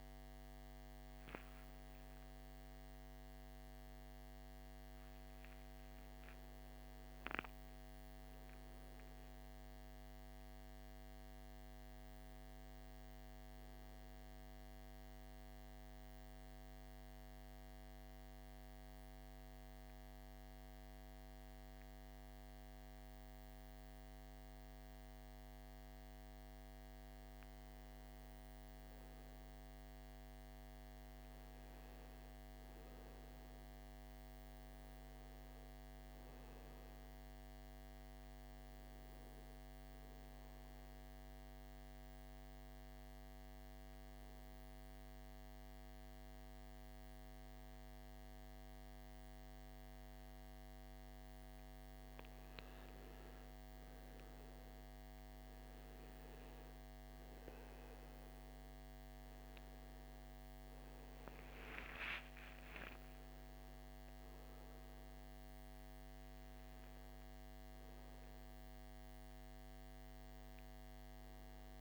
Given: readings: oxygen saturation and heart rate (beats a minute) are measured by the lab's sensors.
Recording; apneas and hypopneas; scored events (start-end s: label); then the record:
breathing in sleep, hard to hear, by a microphone on the trachea; 2
0.00-2.50 s: arousal
12.00-26.50 s: obstructive apnea (oxygen 97% before, 91% lowest, heart rate 59 before, 56 extreme, up 4 after)
27.00-32.00 s: arousal
36.50-51.50 s: oxygen desaturation (device-marked, oxygen 96% before, 93% lowest, heart rate 58 before, 59 extreme)
40.00-52.00 s: obstructive apnea (oxygen 96% before, 88% lowest, heart rate 58 before, 59 extreme, up 9 after)
59.00-64.50 s: arousal
61.50-71.81 s: oxygen desaturation (device-marked, oxygen 96% before, 91% lowest, heart rate 64 before, 54 extreme)
From the record:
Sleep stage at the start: N2 (light sleep); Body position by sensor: on the back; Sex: male